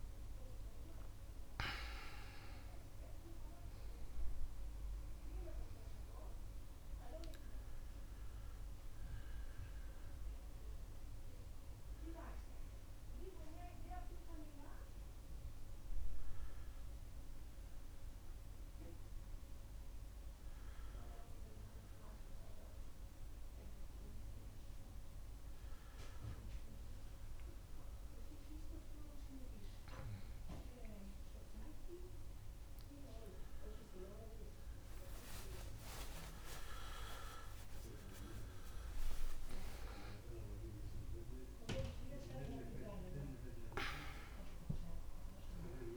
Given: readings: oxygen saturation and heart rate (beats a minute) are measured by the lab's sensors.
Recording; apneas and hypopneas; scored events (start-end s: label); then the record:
breathing in sleep by a room microphone; 1
3.50-7.00 s: arousal
10.00-29.00 s: obstructive apnea (oxygen 95% before, 93% lowest, heart rate 70 before, 63 extreme, up 1 after)
36.00-40.00 s: arousal
38.50-45.97 s: oxygen desaturation (device-marked, oxygen 98% before, 94% lowest, heart rate 70 before, 70 extreme)
From the record:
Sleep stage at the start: N2 (light sleep); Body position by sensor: on the back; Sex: male